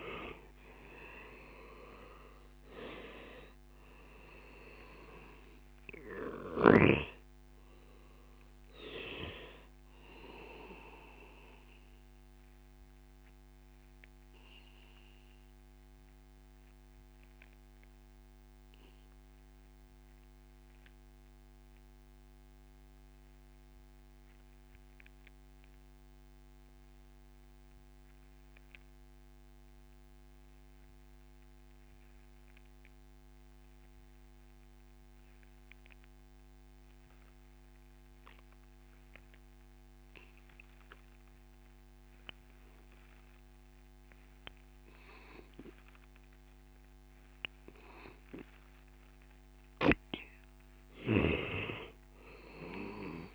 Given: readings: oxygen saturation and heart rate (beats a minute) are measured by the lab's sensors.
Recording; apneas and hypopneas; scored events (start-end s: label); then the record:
breathing in sleep by a microphone on the trachea; 1
0.00-1.50 s: arousal
0.00-32.00 s: oxygen desaturation (device-marked, oxygen 87% lowest)
11.50-48.00 s: obstructive apnea (oxygen 97% before, 87% lowest)
44.00-53.35 s: oxygen desaturation (device-marked, oxygen 98% before, 87% lowest)
51.00-53.35 s: arousal
From the record:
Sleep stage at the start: N2 (light sleep); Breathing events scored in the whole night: 302 in 4.1 hours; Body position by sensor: on the back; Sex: male